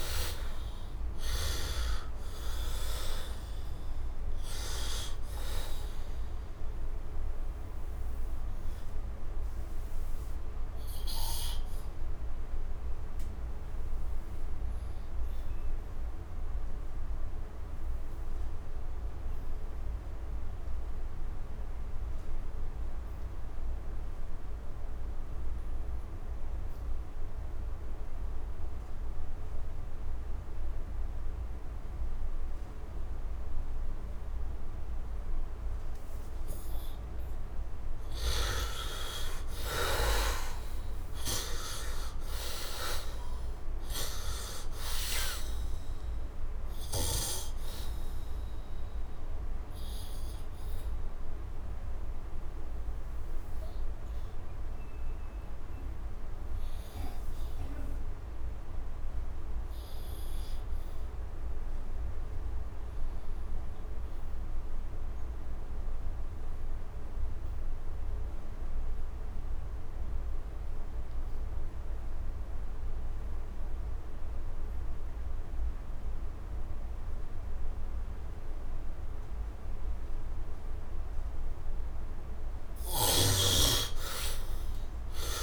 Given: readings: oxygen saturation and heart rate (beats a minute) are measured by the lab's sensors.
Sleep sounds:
breathing in sleep by a room microphone; 2
0.00-5.00 s: arousal
0.00-24.00 s: oxygen desaturation (device-marked, oxygen 67% lowest, heart rate 65 extreme)
8.00-36.50 s: obstructive apnea (oxygen 100% before, 67% lowest, heart rate 83 before, 60 extreme, up 20 after)
30.00-68.00 s: oxygen desaturation (device-marked, oxygen 99% before, 67% lowest, heart rate 69 before, 60 extreme)
39.00-42.00 s: arousal
47.50-77.00 s: obstructive apnea (oxygen 99% before, 67% lowest, heart rate 80 before, 61 extreme, up 25 after)
75.00-85.43 s: oxygen desaturation (device-marked, oxygen 99% before, 67% lowest, heart rate 69 before, 64 extreme)
81.00-84.00 s: arousal
From the record:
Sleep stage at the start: N2 (light sleep); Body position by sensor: on the back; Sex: male

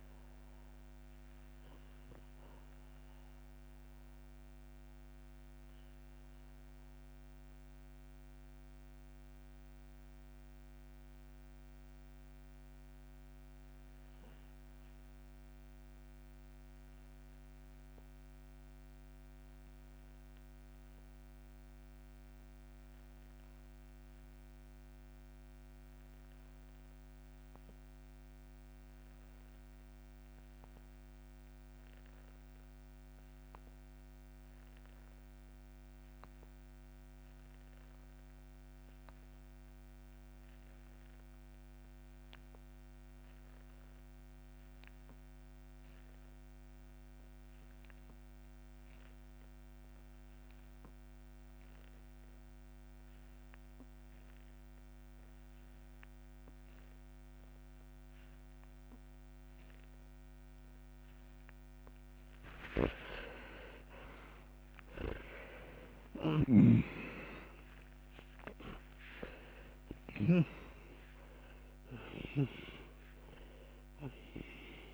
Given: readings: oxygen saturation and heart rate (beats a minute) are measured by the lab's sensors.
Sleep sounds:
breathing in sleep by a microphone on the trachea; 1
0.00-20.50 s: oxygen desaturation (device-marked, oxygen 78% lowest, heart rate 61 extreme)
2.00-61.50 s: obstructive apnea (oxygen 97% before, 76% lowest, heart rate 68 before, 55 extreme, up 10 after)
39.50-74.94 s: oxygen desaturation (device-marked, oxygen 98% before, 76% lowest, heart rate 63 before, 55 extreme)
63.50-68.50 s: arousal
66.00-70.50 s: snoring (device-marked)
From the record:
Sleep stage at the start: REM sleep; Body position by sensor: on the back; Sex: male

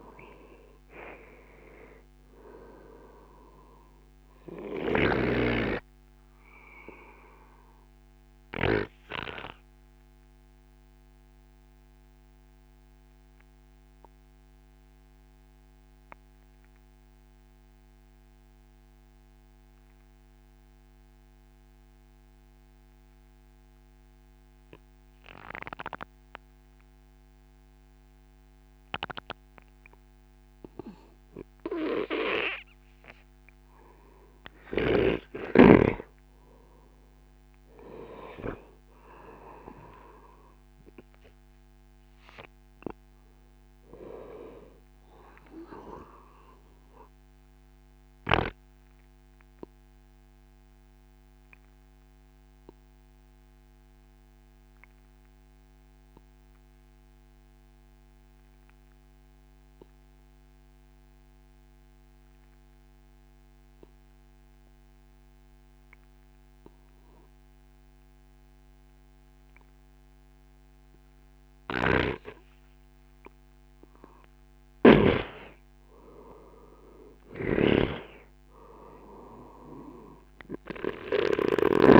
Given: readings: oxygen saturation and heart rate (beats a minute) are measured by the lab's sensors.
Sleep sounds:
breathing in sleep by a microphone on the trachea; 2
0.00-23.50 s: oxygen desaturation (device-marked, oxygen 92% lowest, heart rate 55 extreme)
5.50-31.00 s: obstructive apnea (oxygen 97% before, 92% lowest, heart rate 73 before, 55 extreme, up 16 after)
33.50-37.50 s: arousal
47.00-73.00 s: obstructive apnea (oxygen 98% before, 92% lowest, heart rate 70 before, 67 extreme, up 20 after)
71.50-75.00 s: snoring (device-marked)
76.00-80.00 s: arousal
77.00-82.00 s: snoring (device-marked)
From the record:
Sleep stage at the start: N2 (light sleep); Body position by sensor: on the right side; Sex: male

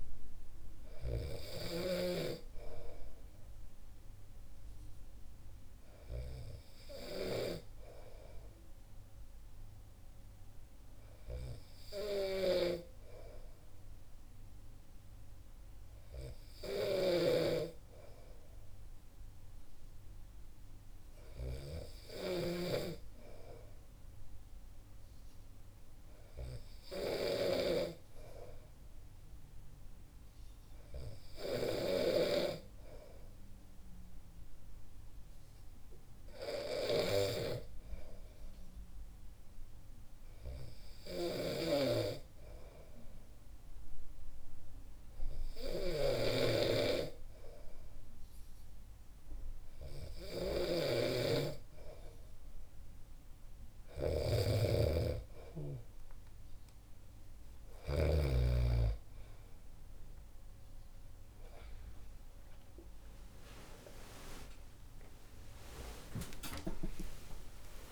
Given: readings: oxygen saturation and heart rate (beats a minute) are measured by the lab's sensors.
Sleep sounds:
breathing in sleep by a room microphone; 1
0.00-2.00 s: snoring (device-marked)
12.00-32.50 s: snoring (device-marked)
40.00-54.00 s: hypopnea (oxygen 96% before, 93% lowest, heart rate 64 before, 63 extreme, up 9 after)
41.00-58.00 s: snoring (device-marked)
66.00-67.92 s: arousal
From the record:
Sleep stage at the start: N2 (light sleep); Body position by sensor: on the back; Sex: male

